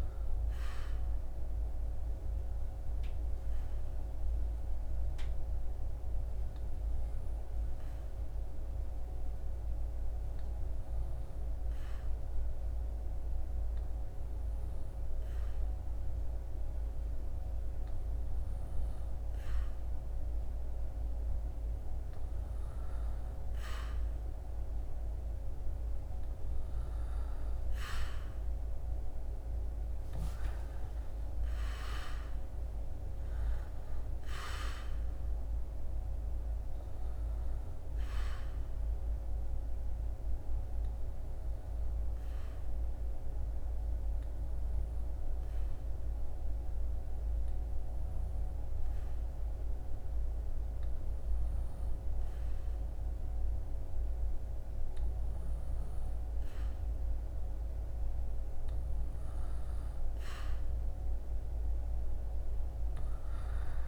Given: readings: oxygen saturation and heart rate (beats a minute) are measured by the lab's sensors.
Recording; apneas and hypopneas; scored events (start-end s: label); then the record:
breathing in sleep, hard to hear, by a room microphone; 2
0.50-19.00 s: obstructive apnea (oxygen 98% before, 96% lowest, heart rate 75 before, 64 extreme, up 4 after)
17.00-63.88 s: new sleep stage, N2 (light sleep)
27.00-33.00 s: arousal
39.50-56.50 s: obstructive apnea (oxygen 98% before, 95% lowest, heart rate 72 before, 67 extreme, up 4 after)
59.00-63.50 s: arousal
From the record:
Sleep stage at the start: N1 (lightest sleep); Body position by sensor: on the back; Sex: male